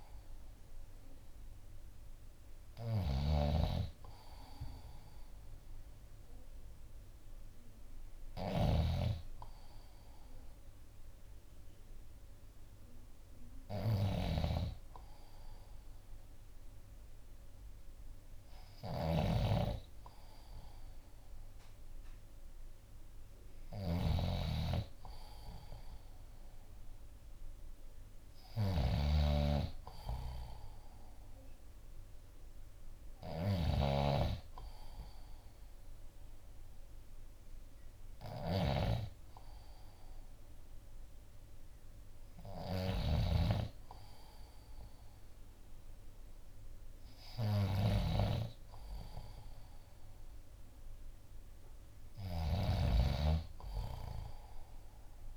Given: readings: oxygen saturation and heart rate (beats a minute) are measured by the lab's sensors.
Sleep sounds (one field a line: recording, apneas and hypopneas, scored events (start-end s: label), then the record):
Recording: breathing in sleep by a room microphone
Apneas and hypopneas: none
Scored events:
0.00-55.37 s: snoring (device-marked)
0.50-19.50 s: oxygen desaturation (device-marked, oxygen 94% before, 89% lowest, heart rate 59 before, 57 extreme)
From the record:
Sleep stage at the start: N2 (light sleep)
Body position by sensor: on the back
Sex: male